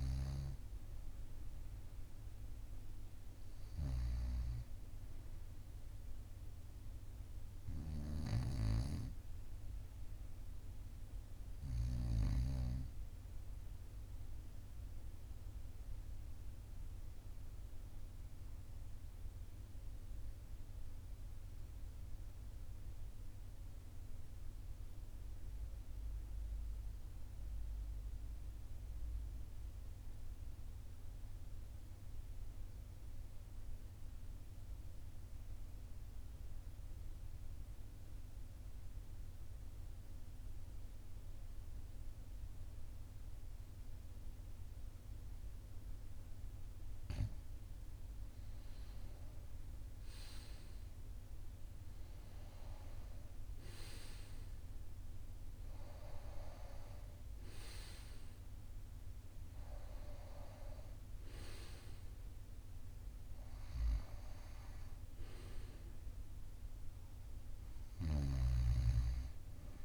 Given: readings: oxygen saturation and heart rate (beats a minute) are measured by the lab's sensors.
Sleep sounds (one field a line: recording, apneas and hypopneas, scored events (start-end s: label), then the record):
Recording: breathing in sleep by a room microphone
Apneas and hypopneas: 1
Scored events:
15.00-45.50 s: obstructive apnea (oxygen 97% before, 88% lowest, heart rate 43 before, 41 extreme, up 5 after)
41.50-69.85 s: oxygen desaturation (device-marked, oxygen 97% before, 88% lowest, heart rate 42 before, 41 extreme)
48.50-52.50 s: arousal
50.50-69.85 s: new sleep stage, REM sleep
From the record:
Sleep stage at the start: N2 (light sleep)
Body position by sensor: on the right side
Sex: male